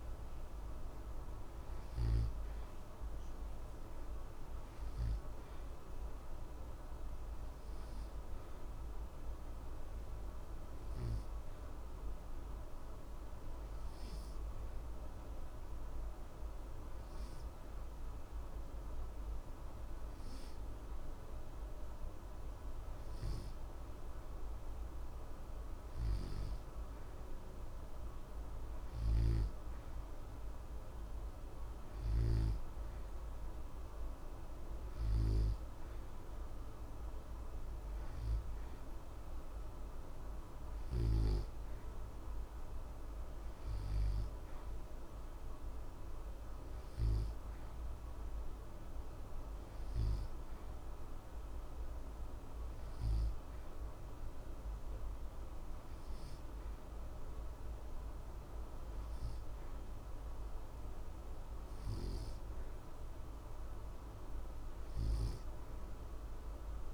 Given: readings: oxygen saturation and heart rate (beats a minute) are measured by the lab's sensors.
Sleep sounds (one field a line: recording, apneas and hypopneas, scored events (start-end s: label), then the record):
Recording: breathing in sleep, hard to hear, by a room microphone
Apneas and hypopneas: 1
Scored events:
1.00-22.00 s: oxygen desaturation (device-marked, oxygen 91% before, 88% lowest, heart rate 60 before, 60 extreme)
8.00-20.50 s: obstructive apnea (oxygen 91% before, 88% lowest, heart rate 60 before, 60 extreme, up 0 after)
23.50-27.00 s: arousal
From the record:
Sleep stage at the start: N2 (light sleep)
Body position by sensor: on the back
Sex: male